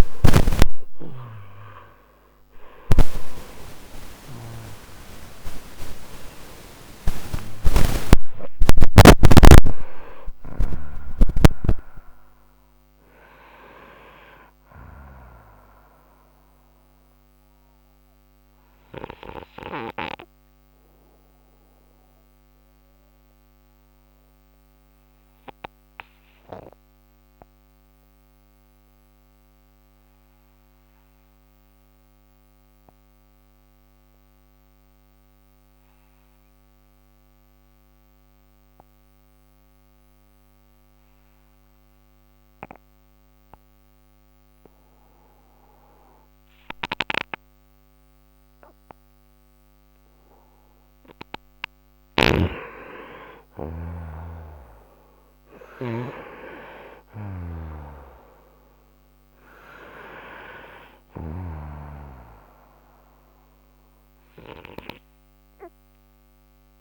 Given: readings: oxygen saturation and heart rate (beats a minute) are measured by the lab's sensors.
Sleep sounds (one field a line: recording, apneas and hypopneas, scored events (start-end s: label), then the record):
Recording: breathing in sleep by a microphone on the trachea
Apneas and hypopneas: 1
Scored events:
0.50-4.00 s: snoring (device-marked)
0.50-7.50 s: arousal
12.50-33.50 s: oxygen desaturation (device-marked, oxygen 95% before, 87% lowest, heart rate 102 before, 55 extreme)
26.00-46.00 s: obstructive apnea (oxygen 96% before, 87% lowest, heart rate 93 before, 55 extreme, up 9 after)
48.00-51.00 s: arousal
48.50-66.81 s: oxygen desaturation (device-marked, oxygen 99% before, 89% lowest, heart rate 58 before, 54 extreme)
51.50-61.00 s: snoring (device-marked)
From the record:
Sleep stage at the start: N2 (light sleep)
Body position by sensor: on the right side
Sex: male